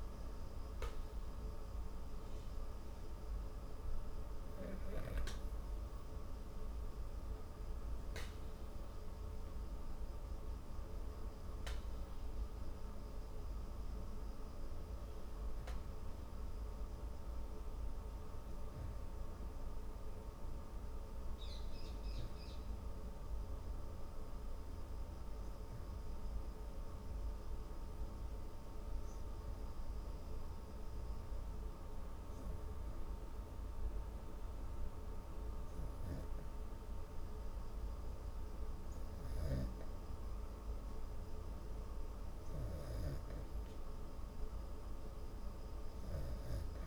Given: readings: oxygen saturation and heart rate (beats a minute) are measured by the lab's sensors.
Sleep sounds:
breathing in sleep, hard to hear, by a room microphone; 1
24.00-38.50 s: hypopnea (oxygen 97% before, 94% lowest, heart rate 104 before, 73 extreme, up 46 after)
40.00-43.50 s: arousal
From the record:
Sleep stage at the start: N2 (light sleep); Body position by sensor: on the back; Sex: female

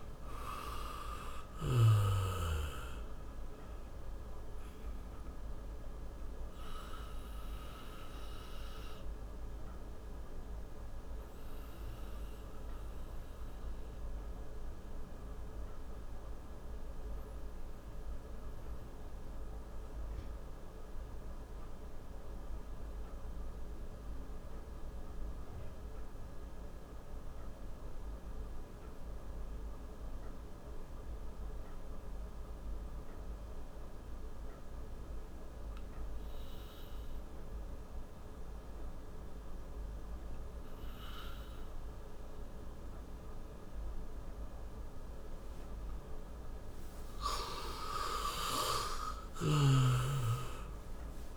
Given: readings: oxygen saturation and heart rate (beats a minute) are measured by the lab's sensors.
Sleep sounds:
breathing in sleep by a room microphone; 1
2.50-26.50 s: oxygen desaturation (device-marked, oxygen 95% before, 86% lowest, heart rate 63 before, 53 extreme)
4.00-45.50 s: obstructive apnea (oxygen 97% before, 85% lowest, heart rate 64 before, 53 extreme, up 16 after)
47.50-51.37 s: arousal
49.00-51.37 s: snoring (device-marked)
From the record:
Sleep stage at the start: N2 (light sleep); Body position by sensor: on the back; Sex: male

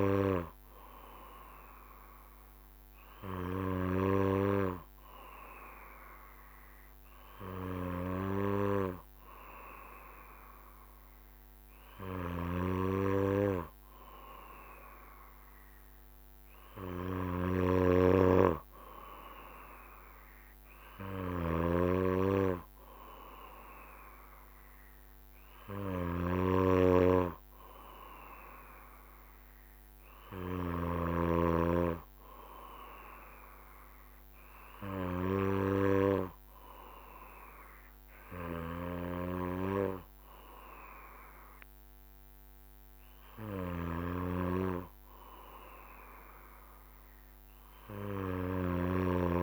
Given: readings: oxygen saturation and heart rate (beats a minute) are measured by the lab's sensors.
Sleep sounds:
breathing in sleep by a microphone on the trachea; none
17.50-22.00 s: snoring (device-marked)
From the record:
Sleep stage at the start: N2 (light sleep); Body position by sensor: on the back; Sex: male

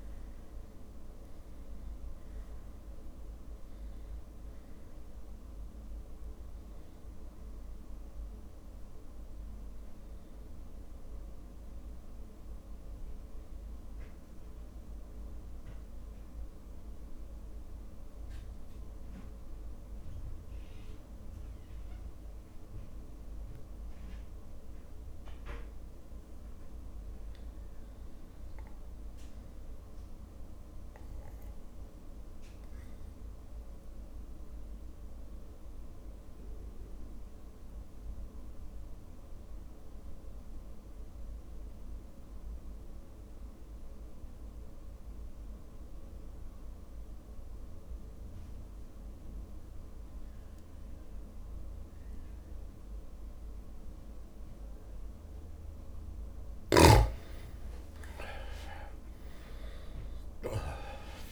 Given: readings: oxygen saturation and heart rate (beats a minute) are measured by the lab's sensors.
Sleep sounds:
breathing in sleep, hard to hear, by a room microphone; 2
0.00-26.50 s: oxygen desaturation (device-marked, oxygen 90% lowest, heart rate 44 extreme)
3.00-5.00 s: long interval between heartbeats (device-marked, heart rate 46 before, 59 extreme)
4.50-11.50 s: drop in pulse transit time (device-marked, heart rate 48 before, 44 extreme)
10.50-12.50 s: long interval between heartbeats (device-marked, heart rate 50 before, 49 extreme)
13.00-26.00 s: mixed apnea (oxygen 99% before, 86% lowest, heart rate 52 before, 50 extreme, up 1 after)
27.50-31.00 s: arousal
33.50-35.50 s: long interval between heartbeats (device-marked, heart rate 57 before, 56 extreme)
36.50-54.50 s: obstructive apnea (oxygen 100% before, 86% lowest, heart rate 57 before, 50 extreme, up 8 after)
45.50-61.32 s: oxygen desaturation (device-marked, oxygen 100% before, 86% lowest, heart rate 56 before, 39 extreme)
47.50-49.50 s: long interval between heartbeats (device-marked, heart rate 56 before, 56 extreme)
55.50-61.32 s: drop in pulse transit time (device-marked, heart rate 56 before, 57 extreme)
58.00-61.32 s: arousal
From the record:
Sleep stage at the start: REM sleep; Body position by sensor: on the back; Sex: male

